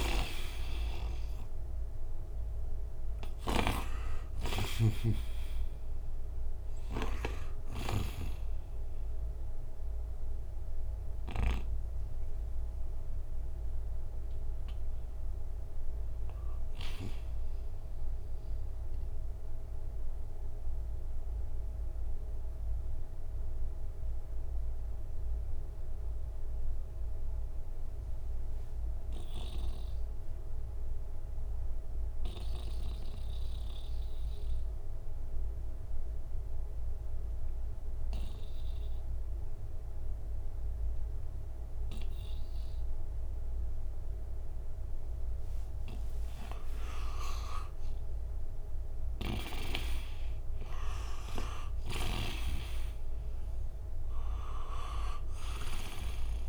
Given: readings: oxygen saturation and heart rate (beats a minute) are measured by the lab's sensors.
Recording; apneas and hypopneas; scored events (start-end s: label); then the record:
breathing in sleep by a room microphone; 1
0.00-11.50 s: snoring (device-marked)
0.00-33.50 s: oxygen desaturation (device-marked, oxygen 79% lowest, heart rate 60 extreme)
19.50-45.00 s: mixed apnea (oxygen 94% before, 79% lowest, heart rate 72 before, 60 extreme, up 27 after)
46.00-51.50 s: arousal
48.50-56.49 s: snoring (device-marked)
51.50-56.49 s: oxygen desaturation (device-marked, oxygen 98% before, 87% lowest, heart rate 68 before, 60 extreme)
From the record:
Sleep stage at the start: N2 (light sleep); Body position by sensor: on the right side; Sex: male